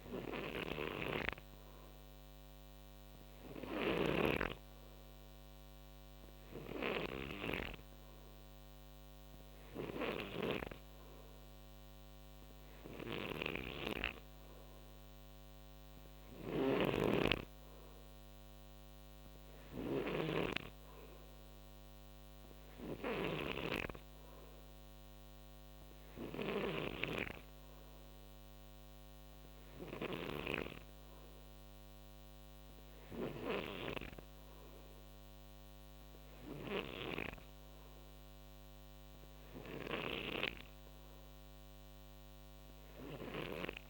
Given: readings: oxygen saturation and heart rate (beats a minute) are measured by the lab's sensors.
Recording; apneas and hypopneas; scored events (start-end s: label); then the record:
breathing in sleep by a microphone on the trachea; none
0.00-7.50 s: snoring (device-marked)
9.50-43.90 s: snoring (device-marked)
From the record:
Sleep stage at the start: N3 (deep sleep); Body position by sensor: on the right side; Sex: male